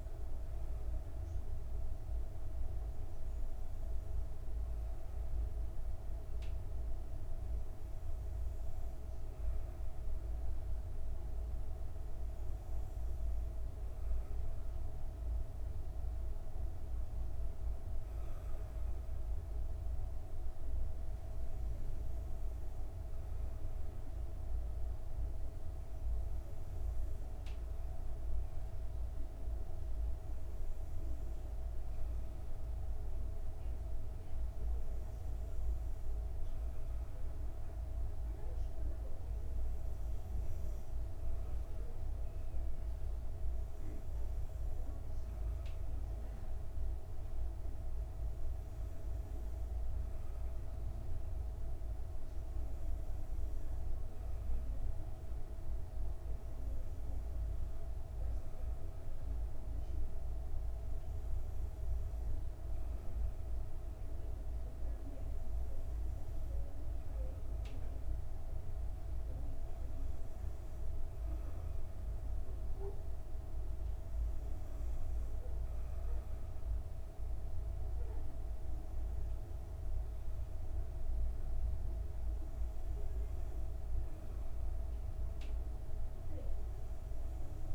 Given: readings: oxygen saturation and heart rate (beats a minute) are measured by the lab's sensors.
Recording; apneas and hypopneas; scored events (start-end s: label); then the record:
breathing in sleep, hard to hear, by a room microphone; none
none scored
From the record:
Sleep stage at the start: N2 (light sleep); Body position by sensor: on the back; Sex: female